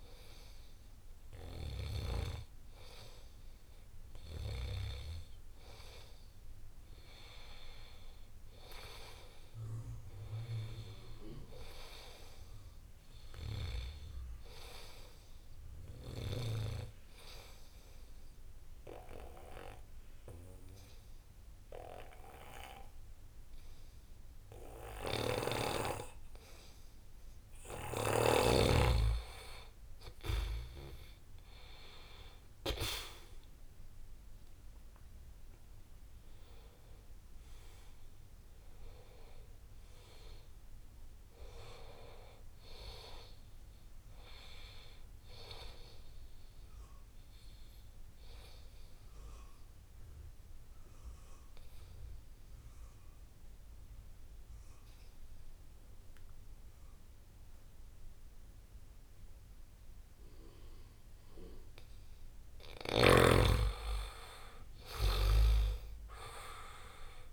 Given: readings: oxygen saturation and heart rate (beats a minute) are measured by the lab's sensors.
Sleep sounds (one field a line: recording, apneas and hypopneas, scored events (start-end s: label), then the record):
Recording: breathing in sleep by a room microphone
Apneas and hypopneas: 2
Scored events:
16.00-29.00 s: obstructive apnea (oxygen 92% before, 82% lowest, heart rate 85 before, 82 extreme, up 7 after)
30.00-49.00 s: oxygen desaturation (device-marked, oxygen 92% before, 84% lowest, heart rate 84 before, 79 extreme)
31.50-35.50 s: arousal
46.50-62.50 s: obstructive apnea (oxygen 92% before, 82% lowest, heart rate 86 before, 79 extreme, up 4 after)
50.00-67.33 s: new sleep stage, REM sleep
64.00-67.33 s: oxygen desaturation (device-marked, oxygen 95% before, 82% lowest, heart rate 83 before, 77 extreme)
64.50-67.33 s: arousal
From the record:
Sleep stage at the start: N2 (light sleep)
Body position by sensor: on the back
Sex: male